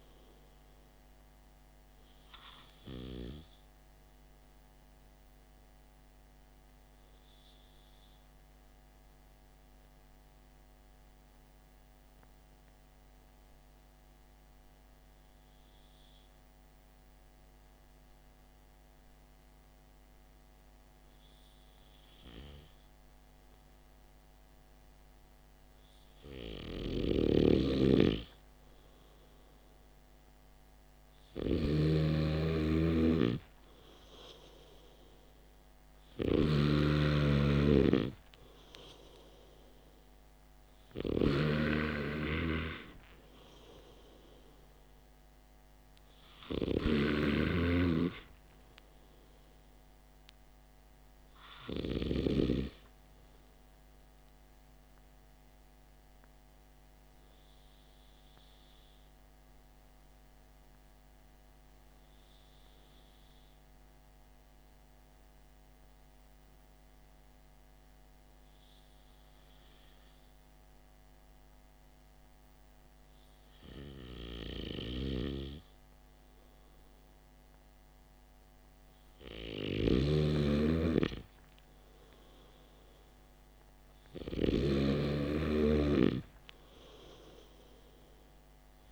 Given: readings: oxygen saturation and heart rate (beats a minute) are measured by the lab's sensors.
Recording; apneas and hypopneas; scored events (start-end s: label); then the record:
breathing in sleep by a microphone on the trachea; 2
7.00-24.00 s: hypopnea (oxygen 98% before, 94% lowest, heart rate 54 before, 50 extreme, up 8 after)
26.00-28.50 s: arousal
31.50-37.50 s: snoring (device-marked)
57.00-79.00 s: hypopnea (oxygen 96% before, 94% lowest, heart rate 54 before, 51 extreme, up 3 after)
81.50-84.50 s: arousal
From the record:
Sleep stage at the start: N2 (light sleep); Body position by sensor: on the back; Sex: male